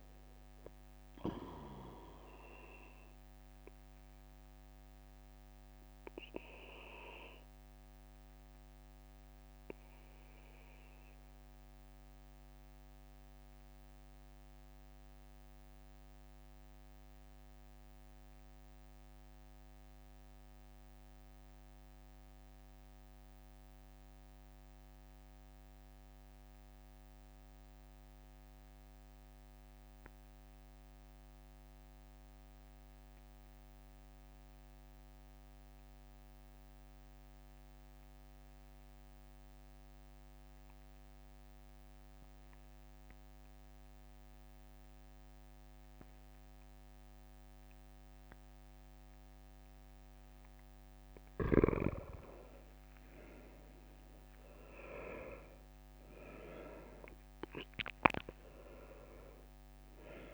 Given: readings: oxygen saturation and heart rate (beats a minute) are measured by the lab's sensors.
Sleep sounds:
breathing in sleep by a microphone on the trachea; 1
0.50-6.50 s: leg movement (device-marked)
1.00-49.50 s: obstructive apnea (oxygen 98% before, 86% lowest, heart rate 69 before, 64 extreme, up 6 after)
10.00-11.50 s: leg movement (device-marked)
34.50-60.34 s: oxygen desaturation (device-marked, oxygen 98% before, 87% lowest, heart rate 67 before, 64 extreme)
35.00-37.50 s: leg movement (device-marked)
52.50-57.50 s: arousal
From the record:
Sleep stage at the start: N2 (light sleep); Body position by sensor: on the right side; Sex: male

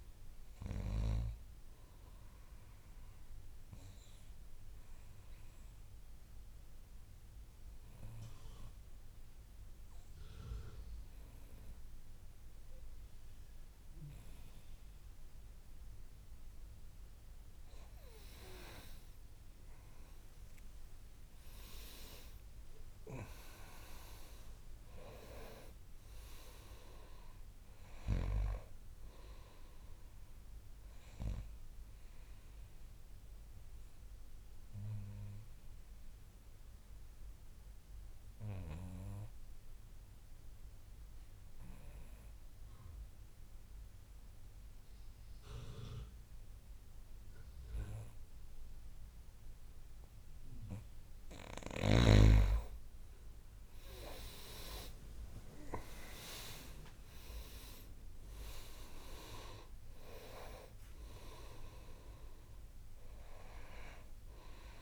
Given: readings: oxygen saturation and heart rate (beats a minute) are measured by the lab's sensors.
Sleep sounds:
breathing in sleep by a room microphone; 2
0.00-13.50 s: oxygen desaturation (device-marked, oxygen 85% lowest, heart rate 53 extreme)
2.50-17.00 s: obstructive apnea (oxygen 99% before, 84% lowest, heart rate 71 before, 53 extreme, up 9 after)
19.00-23.00 s: arousal
29.50-44.50 s: oxygen desaturation (device-marked, oxygen 98% before, 90% lowest, heart rate 63 before, 53 extreme)
31.50-51.00 s: obstructive apnea (oxygen 99% before, 84% lowest, heart rate 64 before, 55 extreme, up 14 after)
55.00-59.00 s: arousal
56.50-64.82 s: oxygen desaturation (device-marked, oxygen 99% before, 84% lowest, heart rate 62 before, 55 extreme)
From the record:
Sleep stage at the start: N2 (light sleep); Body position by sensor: on the back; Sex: male

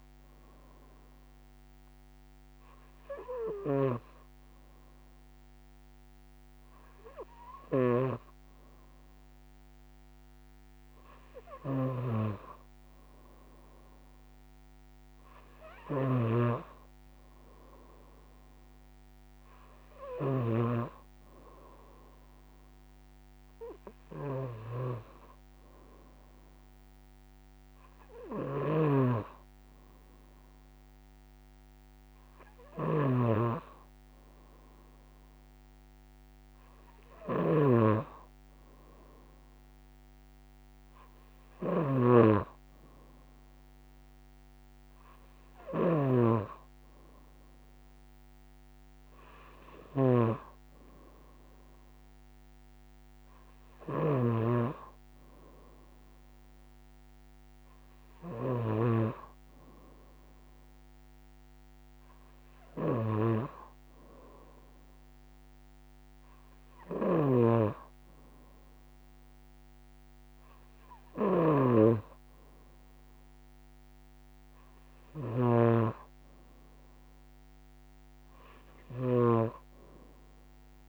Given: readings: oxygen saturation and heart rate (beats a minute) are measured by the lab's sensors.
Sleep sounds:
breathing in sleep by a microphone on the trachea; none
none scored
From the record:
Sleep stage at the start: N2 (light sleep); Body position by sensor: on the right side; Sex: female

